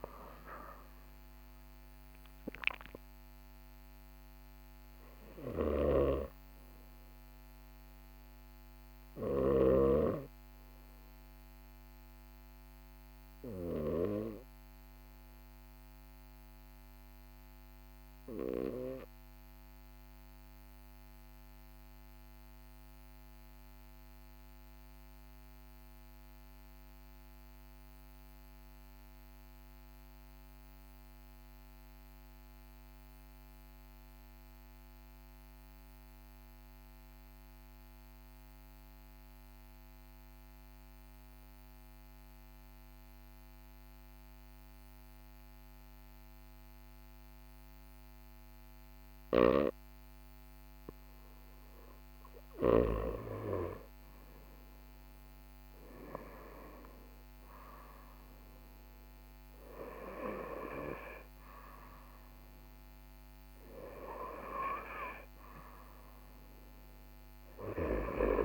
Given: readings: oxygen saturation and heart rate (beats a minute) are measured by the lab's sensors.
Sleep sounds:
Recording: breathing in sleep by a microphone on the trachea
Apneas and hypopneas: 1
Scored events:
0.00-3.50 s: arousal
5.00-9.50 s: snoring (device-marked)
16.00-50.50 s: obstructive apnea (oxygen 96% before, 94% lowest, heart rate 45 before, 39 extreme, up 5 after)
53.50-58.50 s: arousal
From the record:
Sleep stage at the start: N2 (light sleep)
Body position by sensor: on the right side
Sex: male

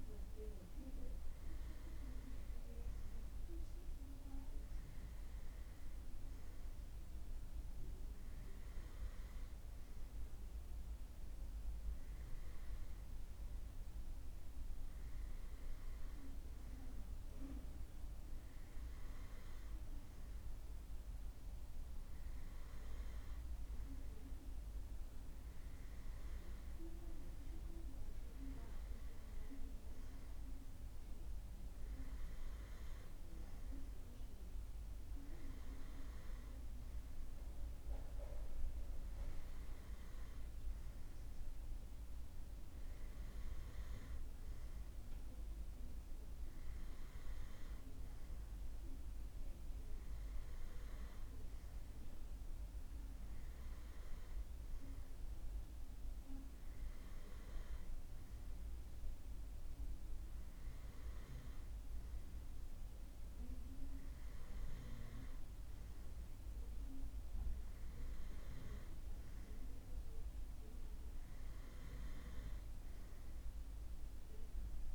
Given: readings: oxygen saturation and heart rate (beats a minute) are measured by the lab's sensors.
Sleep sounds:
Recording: breathing in sleep by a room microphone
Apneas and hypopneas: none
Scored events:
none scored
From the record:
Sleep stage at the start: N2 (light sleep)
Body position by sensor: on the right side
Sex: male

